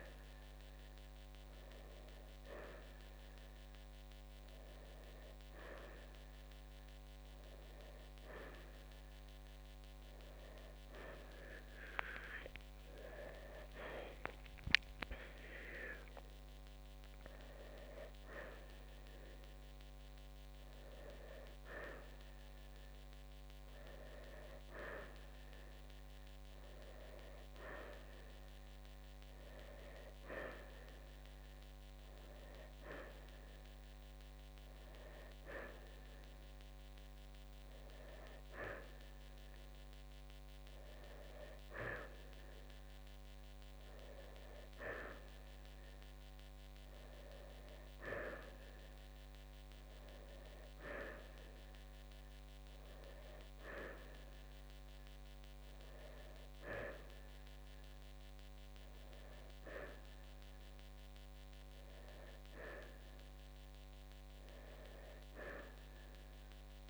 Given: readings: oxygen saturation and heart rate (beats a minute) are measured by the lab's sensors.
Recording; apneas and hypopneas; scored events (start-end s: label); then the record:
breathing in sleep by a microphone on the trachea; none
0.00-2.00 s: arousal
From the record:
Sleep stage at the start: N1 (lightest sleep); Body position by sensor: on the right side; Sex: male